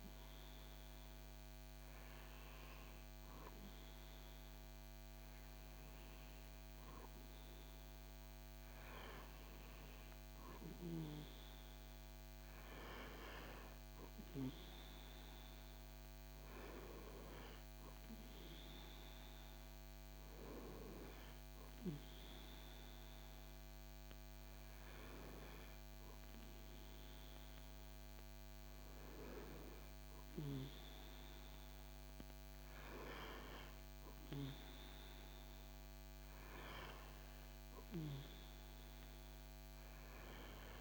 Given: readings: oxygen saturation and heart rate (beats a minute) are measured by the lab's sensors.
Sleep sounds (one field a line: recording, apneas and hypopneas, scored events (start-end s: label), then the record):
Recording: breathing in sleep by a microphone on the trachea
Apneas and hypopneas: none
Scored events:
none scored
From the record:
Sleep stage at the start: N2 (light sleep)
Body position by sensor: on the back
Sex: male